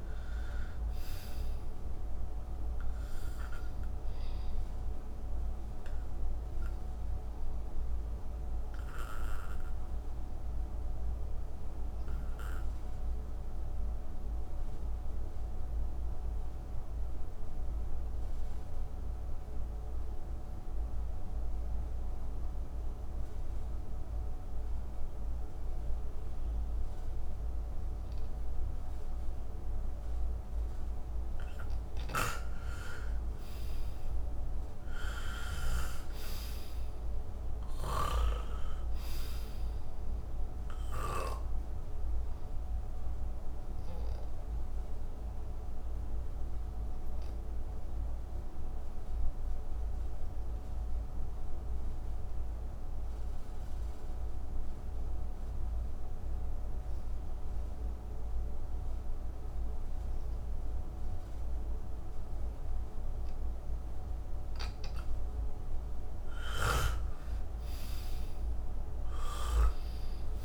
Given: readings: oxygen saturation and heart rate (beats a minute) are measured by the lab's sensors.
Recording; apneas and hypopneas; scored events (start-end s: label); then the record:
breathing in sleep by a room microphone; 2
0.00-16.00 s: oxygen desaturation (device-marked, oxygen 83% lowest, heart rate 59 extreme)
6.50-31.00 s: obstructive apnea (oxygen 97% before, 83% lowest, heart rate 67 before, 59 extreme, up 7 after)
30.00-54.00 s: oxygen desaturation (device-marked, oxygen 97% before, 85% lowest, heart rate 60 before, 60 extreme)
33.00-37.00 s: arousal
42.00-65.00 s: obstructive apnea (oxygen 98% before, 85% lowest, heart rate 64 before, 56 extreme, up 46 after)
62.00-70.45 s: oxygen desaturation (device-marked, oxygen 97% before, 85% lowest, heart rate 62 before, 56 extreme)
66.50-70.45 s: snoring (device-marked)
From the record:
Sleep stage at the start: N2 (light sleep); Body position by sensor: on the right side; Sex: male